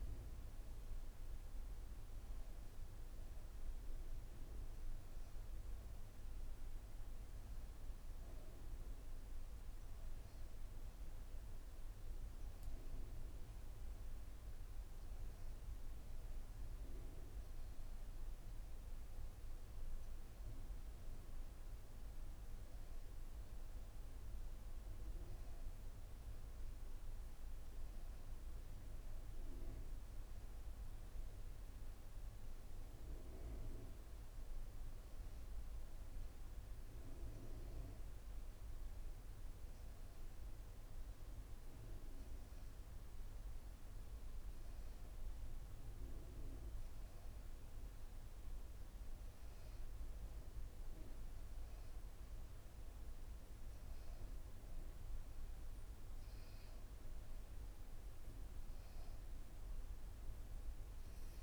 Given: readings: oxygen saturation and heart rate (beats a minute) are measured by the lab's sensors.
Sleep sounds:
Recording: breathing in sleep, hard to hear, by a room microphone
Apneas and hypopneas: none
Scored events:
0.00-26.50 s: oxygen desaturation (device-marked, oxygen 91% lowest, heart rate 82 extreme)
25.50-61.42 s: new sleep stage, N1 (lightest sleep)
From the record:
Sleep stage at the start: N2 (light sleep)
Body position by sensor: on the back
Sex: female

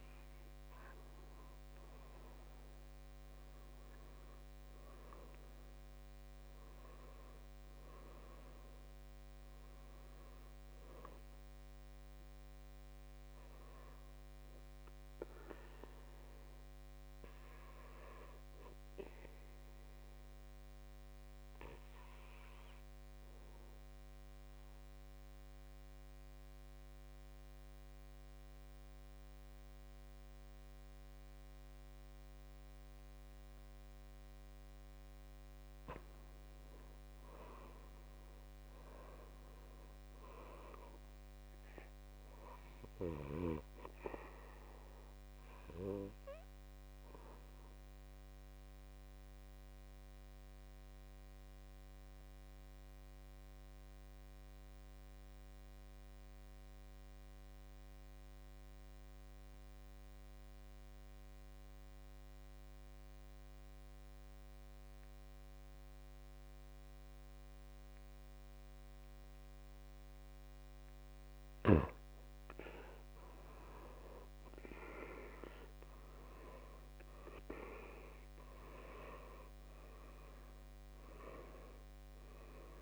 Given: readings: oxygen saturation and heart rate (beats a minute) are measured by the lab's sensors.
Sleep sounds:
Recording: breathing in sleep by a microphone on the trachea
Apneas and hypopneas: 2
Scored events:
0.00-17.00 s: oxygen desaturation (device-marked, oxygen 82% lowest, heart rate 52 extreme)
15.50-34.00 s: obstructive apnea (oxygen 97% before, 83% lowest, heart rate 65 before, 52 extreme, up 10 after)
36.50-40.50 s: arousal
43.00-61.00 s: oxygen desaturation (device-marked, oxygen 98% before, 91% lowest, heart rate 56 before, 55 extreme)
46.50-70.50 s: obstructive apnea (oxygen 98% before, 83% lowest, heart rate 57 before, 53 extreme, up 11 after)
73.00-77.50 s: arousal
73.00-82.82 s: oxygen desaturation (device-marked, oxygen 96% before, 83% lowest, heart rate 58 before, 52 extreme)
From the record:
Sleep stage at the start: N2 (light sleep)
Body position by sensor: on the back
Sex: male

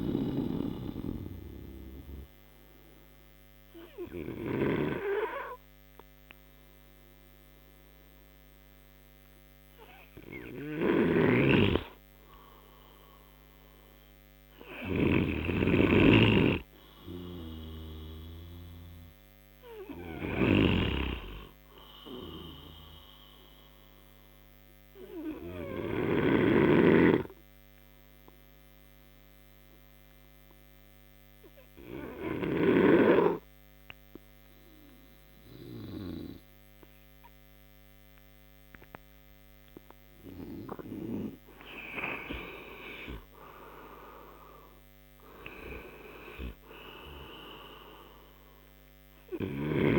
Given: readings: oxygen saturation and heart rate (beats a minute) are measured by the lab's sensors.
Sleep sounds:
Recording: breathing in sleep by a microphone on the trachea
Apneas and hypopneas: 2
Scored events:
1.50-12.00 s: obstructive apnea (oxygen 96% before, 91% lowest, heart rate 65 before, 55 extreme, up 9 after)
11.50-17.00 s: snoring (device-marked)
13.50-17.00 s: arousal
24.00-39.50 s: obstructive apnea (oxygen 96% before, 91% lowest, heart rate 64 before, 55 extreme, up 25 after)
43.00-46.50 s: arousal
From the record:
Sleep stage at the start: N2 (light sleep)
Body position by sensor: on the right side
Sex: male

